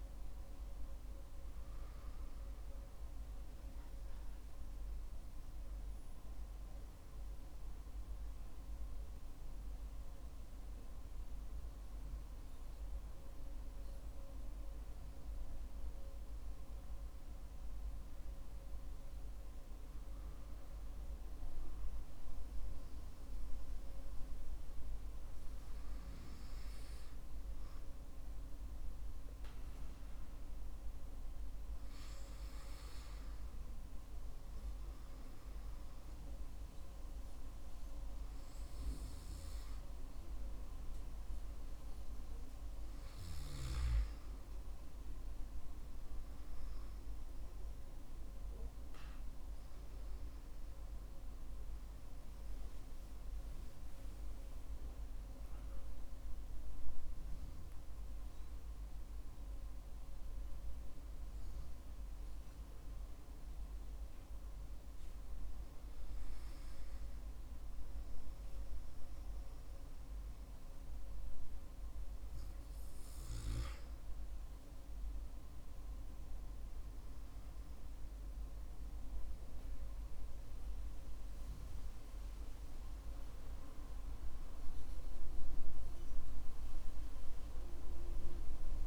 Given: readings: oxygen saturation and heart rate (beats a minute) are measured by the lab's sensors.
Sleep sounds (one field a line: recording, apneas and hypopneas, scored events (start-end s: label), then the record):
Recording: breathing in sleep, hard to hear, by a room microphone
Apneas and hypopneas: 1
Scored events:
5.50-18.00 s: central apnea (oxygen 95% before, 95% lowest, heart rate 57 before, 50 extreme, up 8 after)
20.50-24.50 s: arousal
54.50-59.00 s: arousal
From the record:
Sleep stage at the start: N2 (light sleep)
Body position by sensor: on the back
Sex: male